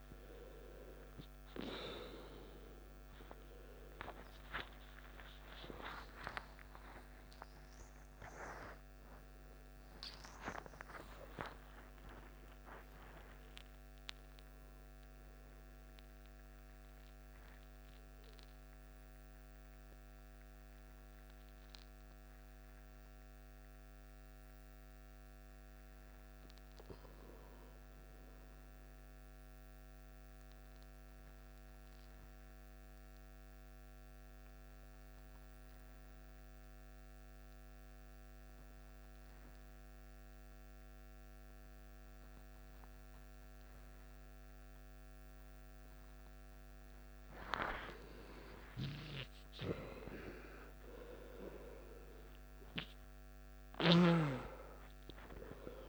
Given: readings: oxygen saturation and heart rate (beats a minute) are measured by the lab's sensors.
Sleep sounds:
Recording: breathing in sleep by a microphone on the trachea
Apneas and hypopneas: 1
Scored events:
0.00-25.50 s: oxygen desaturation (device-marked, oxygen 88% lowest, heart rate 56 extreme)
2.00-4.00 s: long interval between heartbeats (device-marked, heart rate 59 before, 81 extreme)
2.50-32.50 s: new sleep stage, N1 (lightest sleep)
7.50-12.50 s: arousal
11.00-13.00 s: long interval between heartbeats (device-marked, heart rate 70 before, 84 extreme)
31.50-46.50 s: hypopnea (oxygen 99% before, 90% lowest, heart rate 69 before, 53 extreme, up 12 after)
32.50-55.89 s: new sleep stage, N2 (light sleep)
40.50-55.89 s: oxygen desaturation (device-marked, oxygen 99% before, 90% lowest, heart rate 60 before, 53 extreme)
49.00-53.50 s: arousal
From the record:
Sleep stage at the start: N2 (light sleep)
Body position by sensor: on the left side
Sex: male

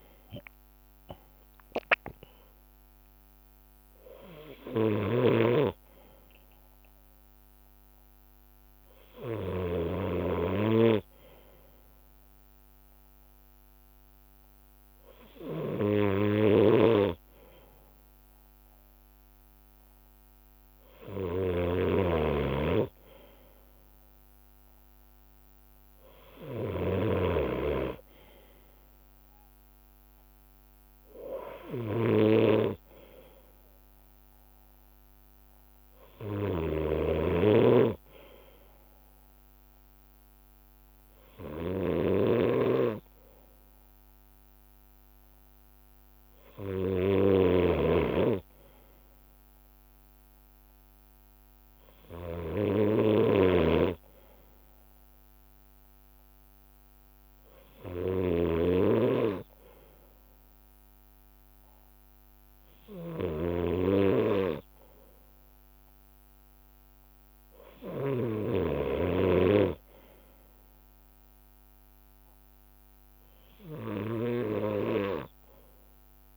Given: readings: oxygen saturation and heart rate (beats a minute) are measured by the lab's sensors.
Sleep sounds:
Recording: breathing in sleep by a microphone on the trachea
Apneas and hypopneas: none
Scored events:
0.00-2.00 s: long interval between heartbeats (device-marked, heart rate 57 before, 57 extreme)
0.00-76.37 s: bradycardia (device-marked, heart rate 37 extreme)
2.00-8.50 s: leg movement (device-marked)
5.00-10.00 s: snoring (device-marked)
10.00-16.00 s: leg movement (device-marked)
11.50-29.50 s: drop in pulse transit time (device-marked, heart rate 55 before, 55 extreme)
16.50-68.50 s: snoring (device-marked)
17.50-23.00 s: leg movement (device-marked)
24.00-29.00 s: leg movement (device-marked)
29.50-34.00 s: leg movement (device-marked)
34.50-39.50 s: leg movement (device-marked)
39.50-43.50 s: leg movement (device-marked)
44.50-48.50 s: leg movement (device-marked)
44.50-61.50 s: drop in pulse transit time (device-marked, heart rate 57 before, 54 extreme)
48.50-52.00 s: leg movement (device-marked)
52.50-60.00 s: leg movement (device-marked)
59.50-61.50 s: long interval between heartbeats (device-marked, heart rate 55 before, 55 extreme)
61.00-65.50 s: leg movement (device-marked)
62.50-64.50 s: long interval between heartbeats (device-marked, heart rate 55 before, 46 extreme)
From the record:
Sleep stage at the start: N2 (light sleep)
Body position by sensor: on the left side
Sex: male

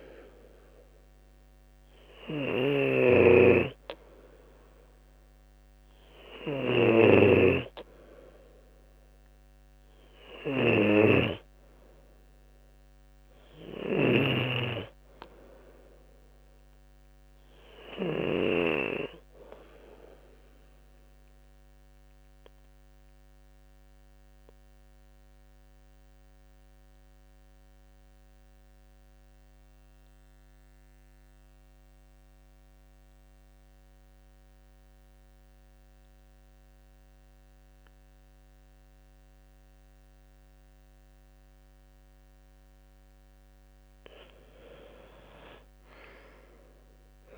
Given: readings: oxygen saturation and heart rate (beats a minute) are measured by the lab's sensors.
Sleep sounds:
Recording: breathing in sleep by a microphone on the trachea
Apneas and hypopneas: 1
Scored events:
0.00-1.50 s: arousal
0.00-18.00 s: snoring (device-marked)
21.50-42.50 s: mixed apnea (oxygen 98% before, 91% lowest, heart rate 78 before, 61 extreme, up 11 after)
35.50-47.38 s: oxygen desaturation (device-marked, oxygen 96% before, 93% lowest, heart rate 69 before, 61 extreme)
43.00-47.38 s: arousal
From the record:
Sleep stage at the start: N2 (light sleep)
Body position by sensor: on the left side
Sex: male

